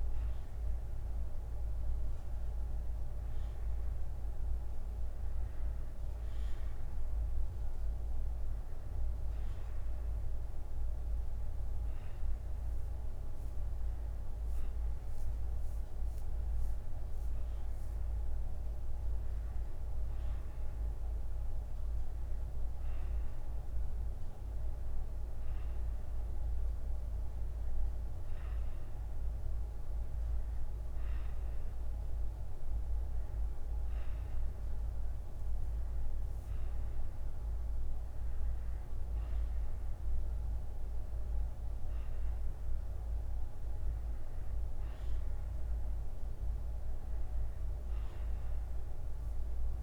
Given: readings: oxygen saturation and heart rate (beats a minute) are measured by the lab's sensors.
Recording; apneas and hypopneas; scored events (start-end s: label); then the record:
breathing in sleep, hard to hear, by a room microphone; none
7.00-13.00 s: bradycardia (device-marked, heart rate 66 before, 58 extreme)
From the record:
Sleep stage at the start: N1 (lightest sleep); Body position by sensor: on the back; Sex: male